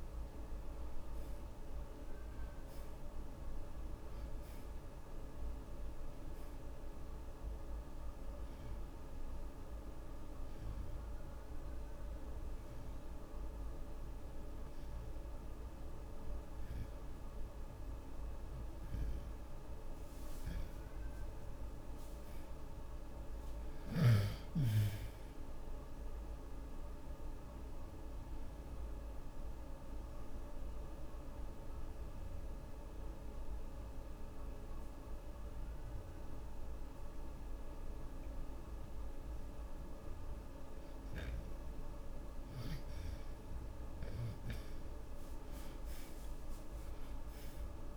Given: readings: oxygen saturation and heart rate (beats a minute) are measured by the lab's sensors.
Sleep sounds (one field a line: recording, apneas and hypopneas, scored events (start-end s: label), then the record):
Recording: breathing in sleep, hard to hear, by a room microphone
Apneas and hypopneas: 2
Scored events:
0.00-2.00 s: arousal
1.00-26.00 s: oxygen desaturation (device-marked, oxygen 83% before, 76% lowest)
9.00-20.00 s: hypopnea (oxygen 83% before, 76% lowest)
23.00-27.00 s: arousal
29.50-40.00 s: obstructive apnea (oxygen 86% before, 76% lowest)
34.00-47.97 s: oxygen desaturation (device-marked, oxygen 86% before, 76% lowest)
From the record:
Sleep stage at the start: N2 (light sleep)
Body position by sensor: on the back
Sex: male